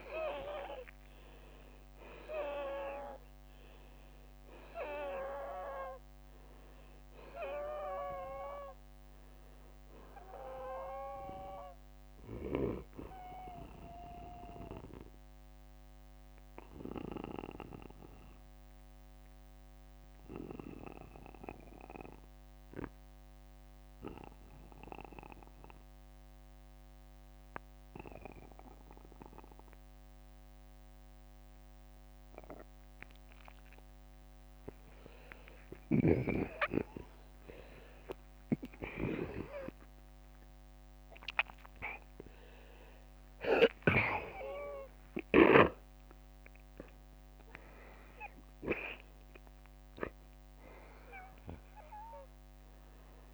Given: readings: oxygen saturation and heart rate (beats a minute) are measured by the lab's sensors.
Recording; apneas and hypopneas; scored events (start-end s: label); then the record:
breathing in sleep by a microphone on the trachea; 1
0.00-36.50 s: oxygen desaturation (device-marked, oxygen 81% lowest, heart rate 49 extreme)
14.50-33.00 s: obstructive apnea (oxygen 97% before, 81% lowest, heart rate 65 before, 49 extreme, up 10 after)
37.00-43.00 s: arousal
50.00-52.00 s: long interval between heartbeats (device-marked, heart rate 57 before, 59 extreme)
From the record:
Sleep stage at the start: N2 (light sleep); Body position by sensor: on the back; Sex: male